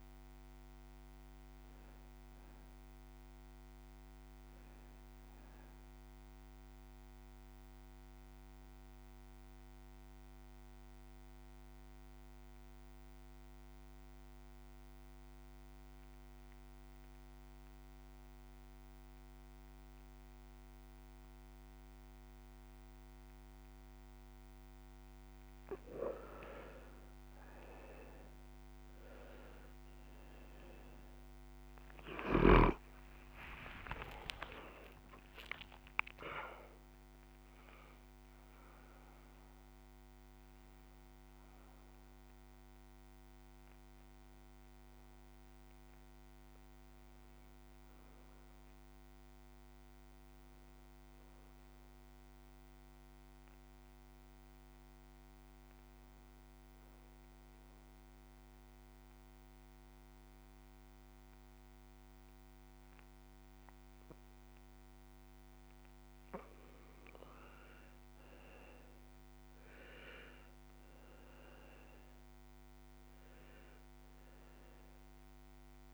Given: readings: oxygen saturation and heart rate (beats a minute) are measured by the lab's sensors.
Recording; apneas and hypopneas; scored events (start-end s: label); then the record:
breathing in sleep by a microphone on the trachea; 2
0.00-14.50 s: oxygen desaturation (device-marked, oxygen 87% lowest)
7.50-24.00 s: obstructive apnea (oxygen 97% before, 88% lowest)
25.50-53.50 s: oxygen desaturation (device-marked, oxygen 100% before, 88% lowest)
28.50-34.00 s: arousal
56.00-66.50 s: mixed apnea (oxygen 98% before, 90% lowest)
67.50-75.94 s: oxygen desaturation (device-marked, oxygen 98% before, 90% lowest)
68.50-72.50 s: arousal
From the record:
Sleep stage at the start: N2 (light sleep); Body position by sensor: on the back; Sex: male